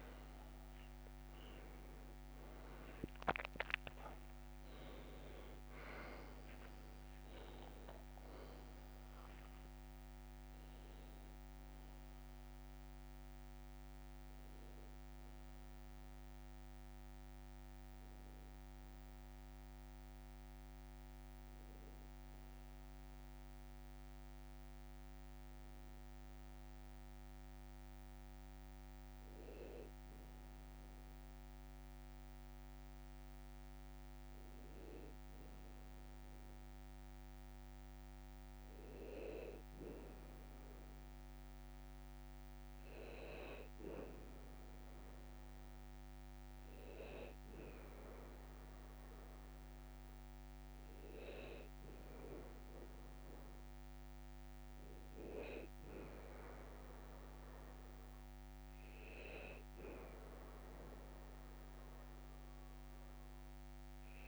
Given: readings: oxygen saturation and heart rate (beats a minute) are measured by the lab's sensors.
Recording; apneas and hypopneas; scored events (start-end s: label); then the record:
breathing in sleep by a microphone on the trachea; none
0.00-1.00 s: long interval between heartbeats (device-marked, heart rate 89 extreme)
0.00-3.50 s: tachycardia (device-marked, heart rate 137 extreme)
0.00-4.50 s: arousal
1.50-3.50 s: long interval between heartbeats (device-marked, heart rate 64 before, 119 extreme)
10.00-12.00 s: long interval between heartbeats (device-marked, heart rate 85 before, 88 extreme)
14.50-31.50 s: oxygen desaturation (device-marked, oxygen 97% before, 91% lowest, heart rate 93 before, 54 extreme)
From the record:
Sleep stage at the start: N2 (light sleep); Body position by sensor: on the back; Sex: male